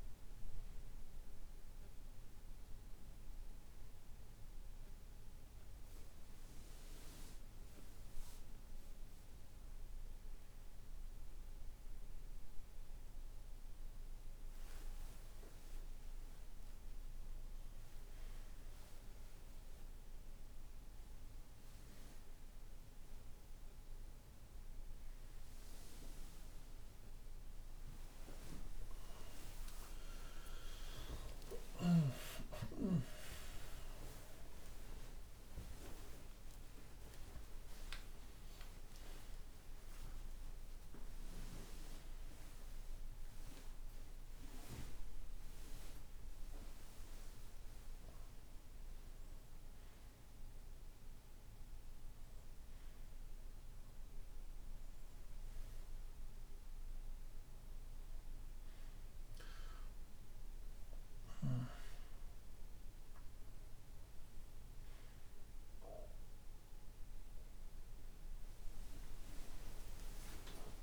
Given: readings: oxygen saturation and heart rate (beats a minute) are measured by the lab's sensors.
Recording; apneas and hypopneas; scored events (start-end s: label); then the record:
a person awake in a sleep study, by a room microphone; none
69.50-70.83 s: new sleep stage, N1 (lightest sleep)
From the record:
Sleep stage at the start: awake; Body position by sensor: on the back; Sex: male